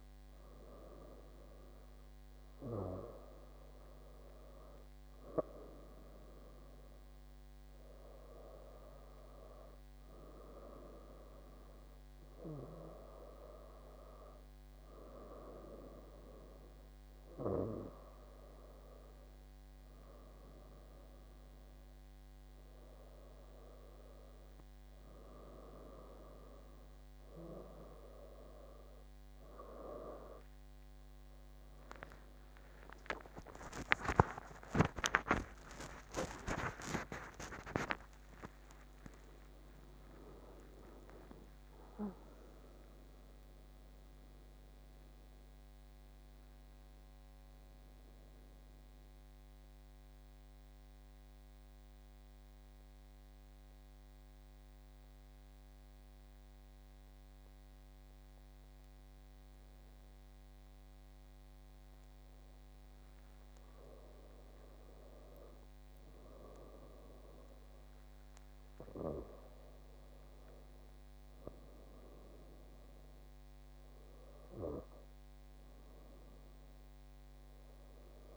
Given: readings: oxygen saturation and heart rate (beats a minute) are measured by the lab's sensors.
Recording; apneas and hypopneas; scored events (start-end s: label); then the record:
breathing in sleep by a microphone on the trachea; 1
30.00-60.00 s: new sleep stage, N1 (lightest sleep)
31.50-36.50 s: arousal
50.50-65.00 s: mixed apnea (oxygen 96% before, 94% lowest)
60.00-78.37 s: new sleep stage, N2 (light sleep)
70.50-74.50 s: arousal
From the record:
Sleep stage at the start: N2 (light sleep); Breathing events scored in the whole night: 327 in 5.3 hours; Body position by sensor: on the left side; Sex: female